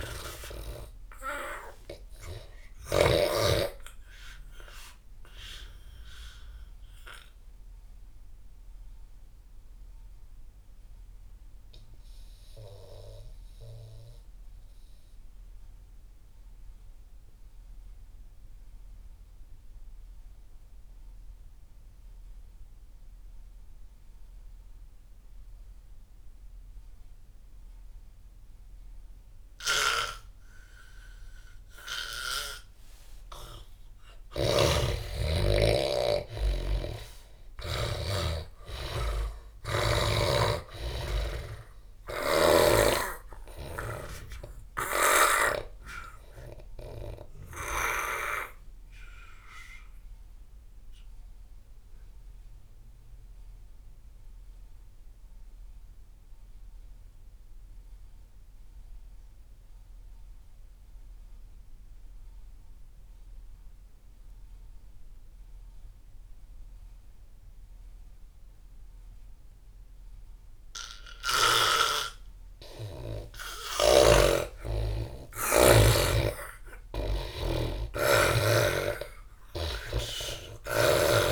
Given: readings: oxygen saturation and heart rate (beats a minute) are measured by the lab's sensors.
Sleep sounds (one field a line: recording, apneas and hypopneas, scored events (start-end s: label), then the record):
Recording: breathing in sleep by a room microphone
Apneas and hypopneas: 2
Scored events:
0.00-3.00 s: snoring (device-marked)
0.00-10.50 s: oxygen desaturation (device-marked, oxygen 86% lowest)
4.50-31.50 s: obstructive apnea (oxygen 98% before, 83% lowest)
26.50-58.50 s: oxygen desaturation (device-marked, oxygen 98% before, 83% lowest)
33.50-38.00 s: arousal
34.00-38.00 s: snoring (device-marked)
47.00-72.00 s: mixed apnea (oxygen 98% before, 83% lowest)
71.50-81.32 s: oxygen desaturation (device-marked, oxygen 98% before, 85% lowest)
73.00-76.50 s: arousal
76.00-81.00 s: snoring (device-marked)
From the record:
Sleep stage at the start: N2 (light sleep)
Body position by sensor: on the back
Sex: male